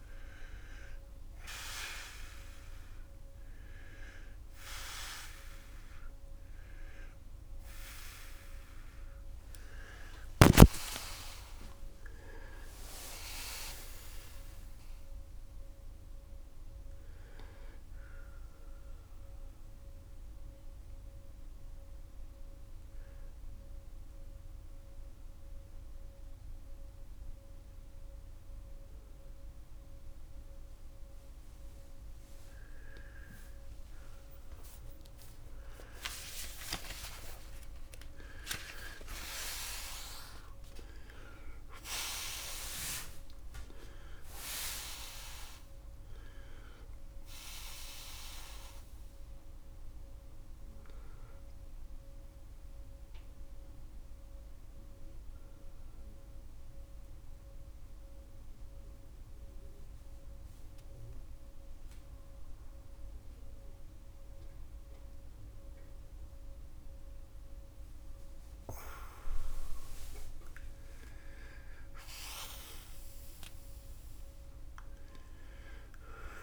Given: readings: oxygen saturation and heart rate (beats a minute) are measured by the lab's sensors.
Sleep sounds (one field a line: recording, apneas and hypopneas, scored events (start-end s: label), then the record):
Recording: a person awake in a sleep study, by a room microphone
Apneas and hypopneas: 1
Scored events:
52.00-68.50 s: central apnea (heart rate 98 before, 68 extreme, up 24 after)
From the record:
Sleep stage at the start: awake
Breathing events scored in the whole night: 298 in 4.0 hours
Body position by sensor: on the back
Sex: male